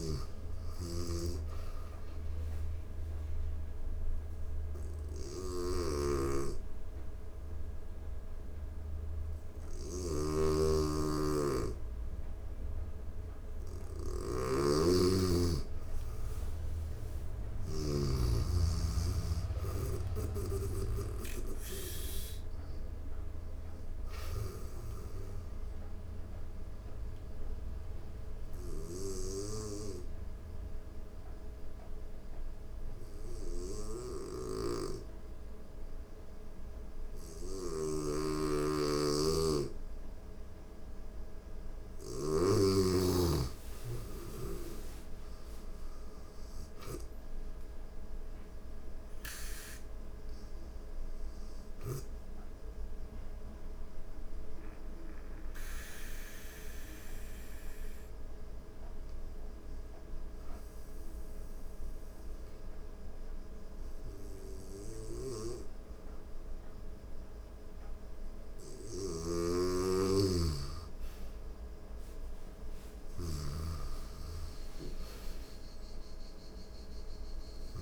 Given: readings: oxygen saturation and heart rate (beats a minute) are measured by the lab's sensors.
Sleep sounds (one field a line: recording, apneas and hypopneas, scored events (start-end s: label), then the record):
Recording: breathing in sleep by a room microphone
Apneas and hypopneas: 3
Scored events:
0.00-17.50 s: snoring (device-marked)
3.00-13.00 s: obstructive apnea (oxygen 96% before, 89% lowest, heart rate 85 before, 84 extreme, up 2 after)
16.00-19.50 s: arousal
19.50-51.50 s: snoring (device-marked)
23.00-40.00 s: oxygen desaturation (device-marked, oxygen 94% before, 89% lowest, heart rate 86 before, 84 extreme)
26.00-40.50 s: obstructive apnea (oxygen 96% before, 89% lowest, heart rate 86 before, 84 extreme, up 4 after)
43.00-47.00 s: arousal
49.00-68.00 s: oxygen desaturation (device-marked, oxygen 97% before, 89% lowest, heart rate 86 before, 84 extreme)
53.00-67.00 s: obstructive apnea (oxygen 97% before, 89% lowest, heart rate 86 before, 84 extreme, up 3 after)
64.50-77.50 s: snoring (device-marked)
70.00-73.50 s: arousal
From the record:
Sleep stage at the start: N2 (light sleep)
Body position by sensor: on the right side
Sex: female